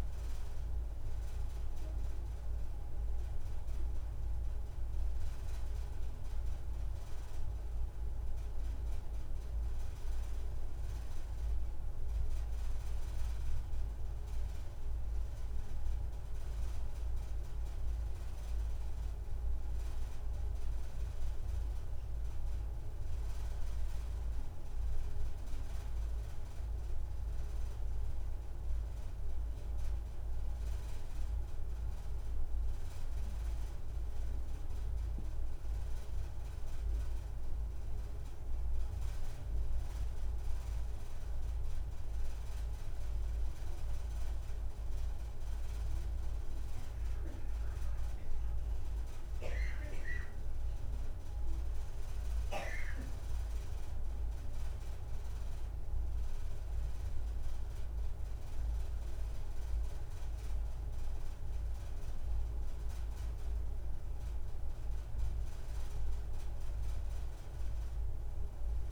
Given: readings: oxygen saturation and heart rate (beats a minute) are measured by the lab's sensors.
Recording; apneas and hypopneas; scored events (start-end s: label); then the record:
breathing in sleep, hard to hear, by a room microphone; none
none scored
From the record:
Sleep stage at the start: N2 (light sleep); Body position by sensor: on the right side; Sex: female